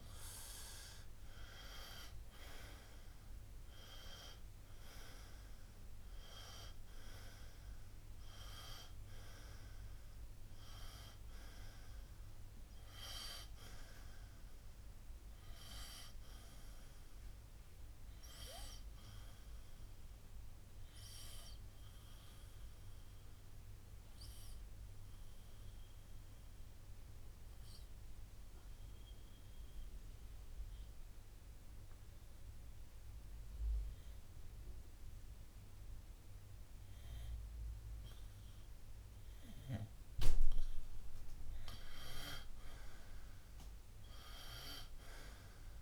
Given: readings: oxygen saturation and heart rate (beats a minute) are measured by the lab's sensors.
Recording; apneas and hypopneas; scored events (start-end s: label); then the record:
breathing in sleep by a room microphone; 1
1.50-5.50 s: arousal
2.50-36.50 s: oxygen desaturation (device-marked, oxygen 96% before, 90% lowest, heart rate 62 before, 57 extreme)
20.50-40.00 s: obstructive apnea (oxygen 96% before, 90% lowest, heart rate 66 before, 57 extreme, up 9 after)
42.50-45.82 s: arousal
From the record:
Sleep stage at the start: N2 (light sleep); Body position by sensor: on the front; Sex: male